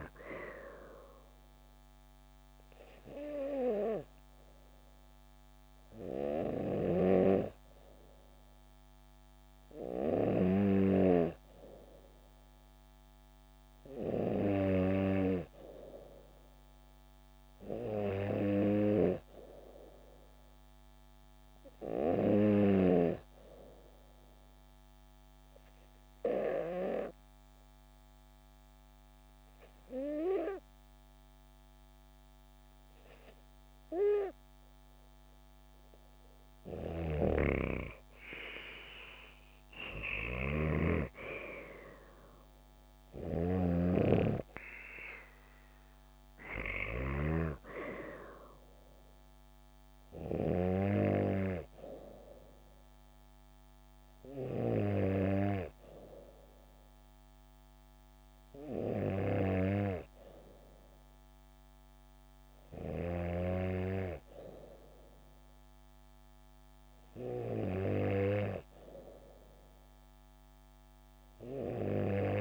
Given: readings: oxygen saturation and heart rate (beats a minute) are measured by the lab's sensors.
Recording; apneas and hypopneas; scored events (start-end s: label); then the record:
breathing in sleep by a microphone on the trachea; 2
1.00-11.50 s: hypopnea (oxygen 96% before, 92% lowest, heart rate 70 before, 69 extreme, up 3 after)
14.00-16.50 s: arousal
24.50-36.00 s: obstructive apnea (oxygen 96% before, 92% lowest, heart rate 72 before, 68 extreme, up 6 after)
33.50-72.41 s: new sleep stage, N2 (light sleep)
37.00-47.50 s: snoring (device-marked)
38.50-41.50 s: arousal
42.50-58.50 s: oxygen desaturation (device-marked, oxygen 95% before, 92% lowest, heart rate 71 before, 67 extreme)
From the record:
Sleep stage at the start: N3 (deep sleep); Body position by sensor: on the back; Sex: female